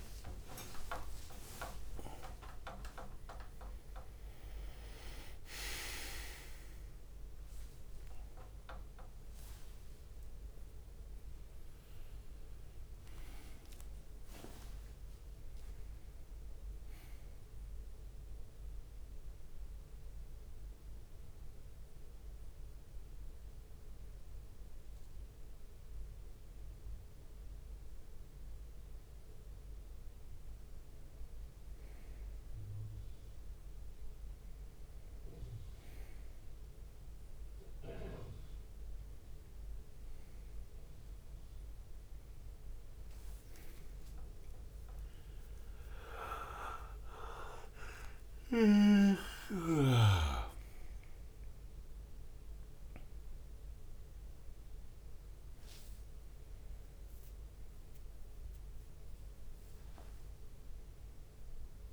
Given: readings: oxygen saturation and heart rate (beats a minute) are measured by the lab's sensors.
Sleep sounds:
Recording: a person awake in a sleep study, by a room microphone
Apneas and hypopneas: none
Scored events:
0.00-61.93 s: bradycardia (device-marked)
1.50-3.50 s: long interval between heartbeats (device-marked)
7.50 s: drop in pulse transit time (device-marked)
9.50-24.50 s: drop in pulse transit time (device-marked)
12.00-19.50 s: leg movement (device-marked)
14.50-16.50 s: long interval between heartbeats (device-marked)
21.50-23.50 s: long interval between heartbeats (device-marked)
39.50-41.50 s: long interval between heartbeats (device-marked)
42.50-52.50 s: drop in pulse transit time (device-marked)
43.00-50.50 s: leg movement (device-marked)
49.50-51.50 s: long interval between heartbeats (device-marked)
55.50-56.50 s: leg movement (device-marked)
59.50-61.93 s: leg movement (device-marked)
From the record:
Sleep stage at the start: awake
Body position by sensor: on the right side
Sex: male

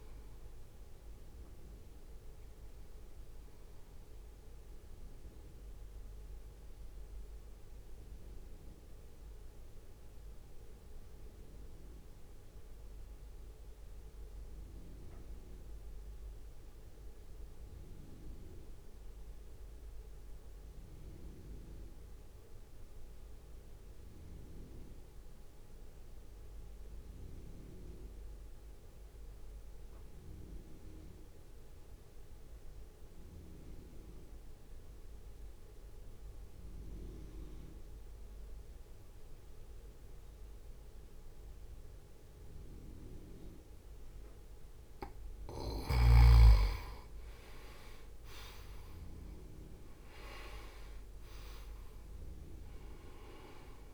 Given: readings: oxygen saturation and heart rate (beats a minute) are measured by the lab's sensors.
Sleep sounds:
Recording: breathing in sleep by a room microphone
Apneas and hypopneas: 1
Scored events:
0.00-8.00 s: drop in pulse transit time (device-marked, heart rate 54 extreme)
0.00-21.00 s: oxygen desaturation (device-marked, oxygen 86% lowest, heart rate 49 extreme)
2.00-43.00 s: mixed apnea (oxygen 98% before, 84% lowest, heart rate 58 before, 49 extreme, up 13 after)
34.00-53.93 s: oxygen desaturation (device-marked, oxygen 98% before, 86% lowest, heart rate 62 before, 49 extreme)
50.00-53.50 s: arousal
52.00-53.93 s: drop in pulse transit time (device-marked, heart rate 58 before, 55 extreme)
From the record:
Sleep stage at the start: N2 (light sleep)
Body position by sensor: on the right side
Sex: male

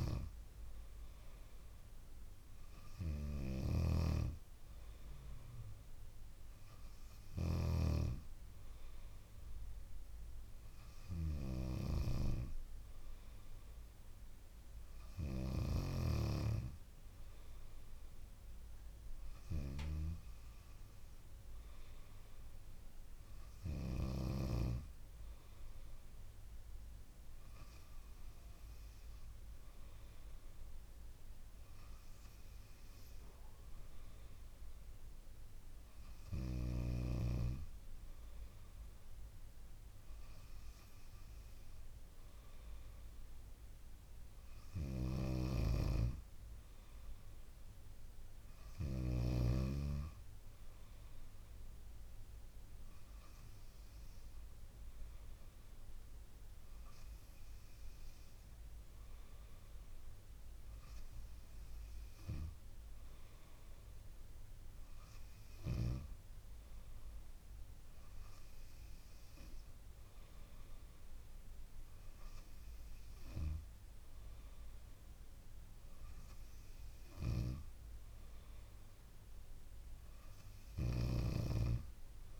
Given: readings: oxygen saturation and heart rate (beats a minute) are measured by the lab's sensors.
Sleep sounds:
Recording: breathing in sleep by a room microphone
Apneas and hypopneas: none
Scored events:
0.00-16.00 s: snoring (device-marked)
45.00-49.50 s: snoring (device-marked)
From the record:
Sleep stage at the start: N2 (light sleep)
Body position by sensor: on the back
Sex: female

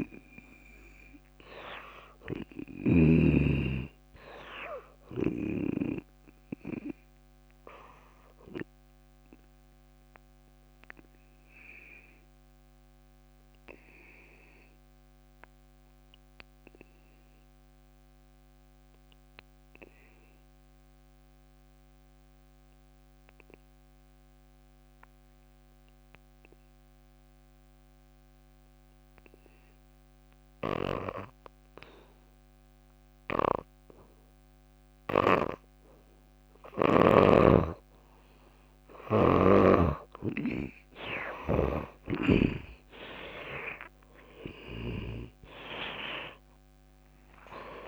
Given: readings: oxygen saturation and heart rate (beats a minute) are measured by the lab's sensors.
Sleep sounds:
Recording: breathing in sleep by a microphone on the trachea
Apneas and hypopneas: 1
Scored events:
0.00-17.00 s: oxygen desaturation (device-marked, oxygen 83% lowest, heart rate 56 extreme)
9.00-35.00 s: obstructive apnea (oxygen 99% before, 77% lowest, heart rate 62 before, 57 extreme, up 16 after)
30.00-47.87 s: oxygen desaturation (device-marked, oxygen 98% before, 77% lowest, heart rate 58 before, 57 extreme)
41.00-47.87 s: tachycardia (device-marked, heart rate 64 before, 144 extreme)
43.00-47.87 s: arousal
43.50-45.50 s: long interval between heartbeats (device-marked, heart rate 61 before, 98 extreme)
46.00-47.87 s: drop in pulse transit time (device-marked, heart rate 68 before, 96 extreme)
From the record:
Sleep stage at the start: N2 (light sleep)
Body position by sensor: on the back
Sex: female

